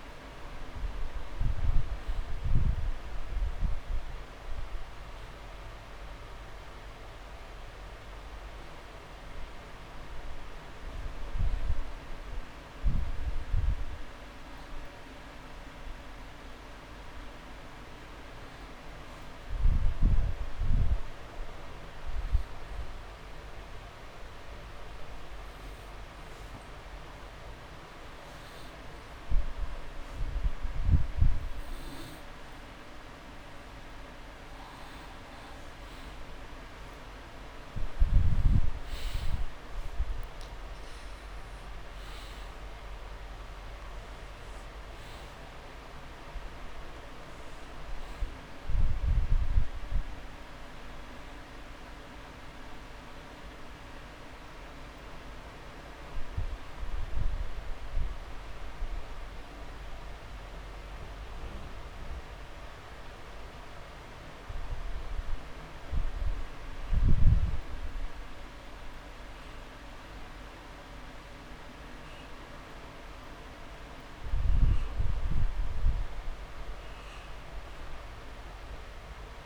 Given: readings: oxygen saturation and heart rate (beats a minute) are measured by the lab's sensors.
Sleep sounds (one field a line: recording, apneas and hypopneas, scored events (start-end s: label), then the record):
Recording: breathing in sleep, hard to hear, by a room microphone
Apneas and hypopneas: 1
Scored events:
1.50-9.50 s: drop in pulse transit time (device-marked)
14.50-17.50 s: arousal
23.00-35.50 s: hypopnea (oxygen 96% before, 92% lowest)
37.50-40.00 s: arousal
45.50-68.50 s: oxygen desaturation (device-marked, oxygen 95% before, 92% lowest)
From the record:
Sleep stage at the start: N2 (light sleep)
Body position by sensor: on the back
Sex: male